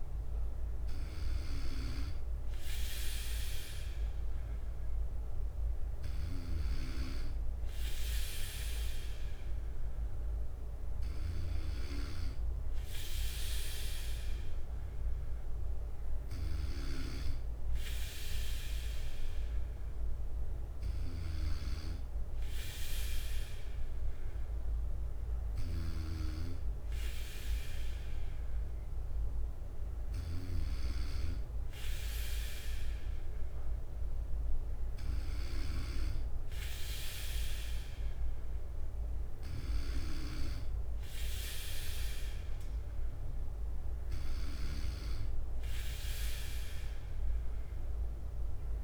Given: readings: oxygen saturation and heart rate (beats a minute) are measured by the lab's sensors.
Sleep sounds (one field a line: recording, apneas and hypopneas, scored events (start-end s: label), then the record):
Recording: breathing in sleep by a room microphone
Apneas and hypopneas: none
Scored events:
21.00-23.00 s: bradycardia (device-marked, heart rate 60 before, 60 extreme)
From the record:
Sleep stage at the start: N3 (deep sleep)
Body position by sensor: on the right side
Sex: male